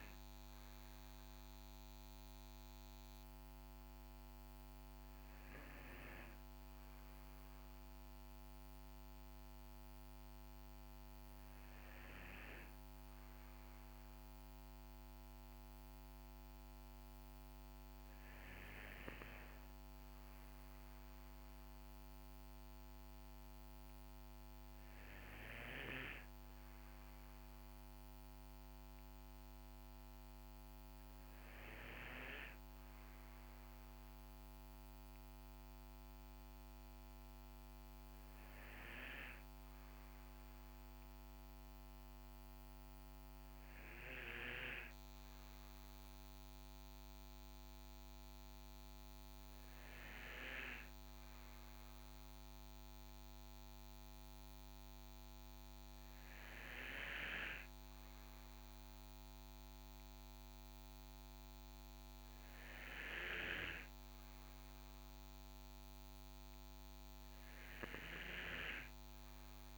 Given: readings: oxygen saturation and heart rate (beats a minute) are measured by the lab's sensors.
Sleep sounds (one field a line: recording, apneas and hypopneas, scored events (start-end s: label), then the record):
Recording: breathing in sleep by a microphone on the trachea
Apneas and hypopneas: none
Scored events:
none scored
From the record:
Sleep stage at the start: N2 (light sleep)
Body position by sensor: on the back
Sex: male